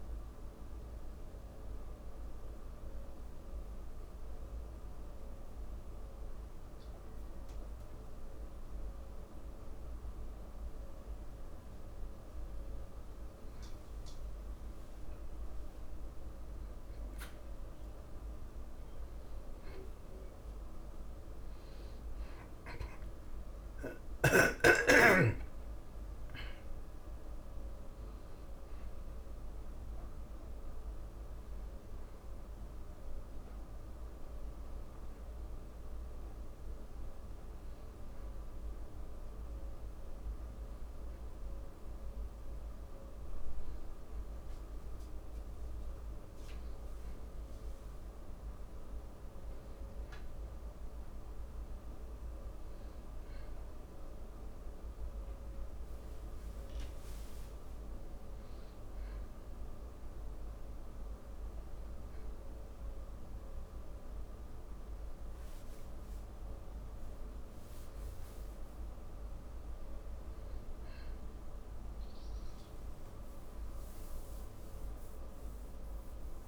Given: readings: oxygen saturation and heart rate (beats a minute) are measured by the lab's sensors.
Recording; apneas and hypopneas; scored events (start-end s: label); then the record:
a person awake in a sleep study, hard to hear, by a room microphone; 1
0.00-11.00 s: oxygen desaturation (device-marked, oxygen 93% lowest)
2.00-14.50 s: mixed apnea (oxygen 97% before, 93% lowest)
21.00-44.00 s: oxygen desaturation (device-marked, oxygen 97% before, 93% lowest)
36.00-76.48 s: new sleep stage, awake
From the record:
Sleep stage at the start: N2 (light sleep); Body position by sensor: on the back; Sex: male